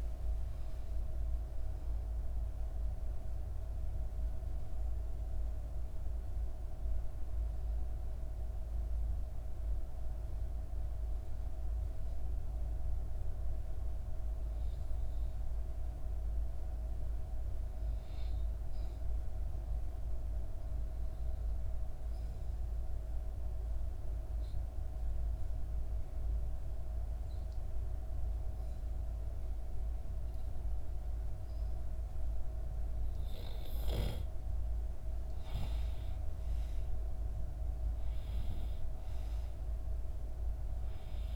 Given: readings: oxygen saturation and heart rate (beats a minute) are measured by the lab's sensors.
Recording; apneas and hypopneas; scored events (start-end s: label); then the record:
breathing in sleep, hard to hear, by a room microphone; 1
19.50-33.50 s: obstructive apnea (oxygen 96% before, 89% lowest, heart rate 68 before, 63 extreme, up 4 after)
22.00-41.36 s: oxygen desaturation (device-marked, oxygen 96% before, 89% lowest, heart rate 67 before, 63 extreme)
35.00-38.50 s: arousal
From the record:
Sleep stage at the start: N2 (light sleep); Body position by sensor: on the back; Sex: female